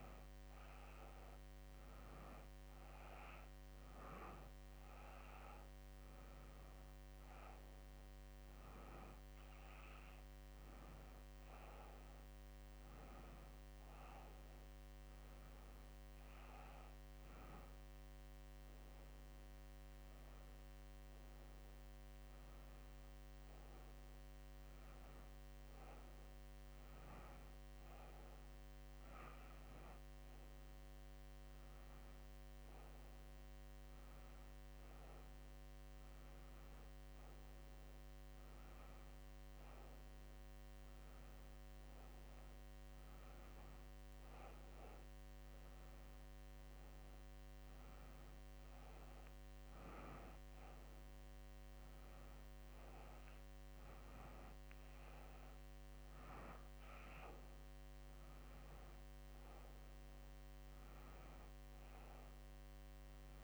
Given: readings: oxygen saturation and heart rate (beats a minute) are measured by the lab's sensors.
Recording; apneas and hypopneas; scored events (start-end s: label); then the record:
breathing in sleep, hard to hear, by a microphone on the trachea; none
none scored
From the record:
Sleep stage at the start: N2 (light sleep); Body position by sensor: on the back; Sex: female